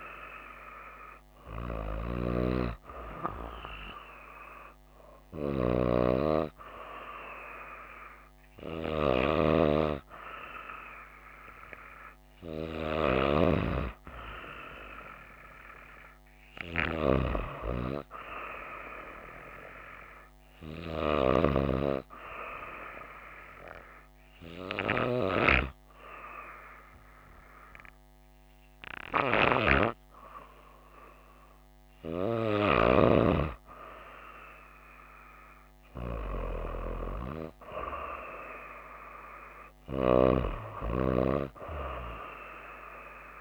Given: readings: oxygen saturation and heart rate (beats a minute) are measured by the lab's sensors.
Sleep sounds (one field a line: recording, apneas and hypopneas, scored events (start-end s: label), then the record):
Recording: breathing in sleep by a microphone on the trachea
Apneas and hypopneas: 1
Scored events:
21.00-32.50 s: hypopnea (oxygen 96% before, 93% lowest, heart rate 61 before, 56 extreme, up 3 after)
35.00-38.50 s: arousal
From the record:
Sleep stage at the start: N2 (light sleep)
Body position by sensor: on the right side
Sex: female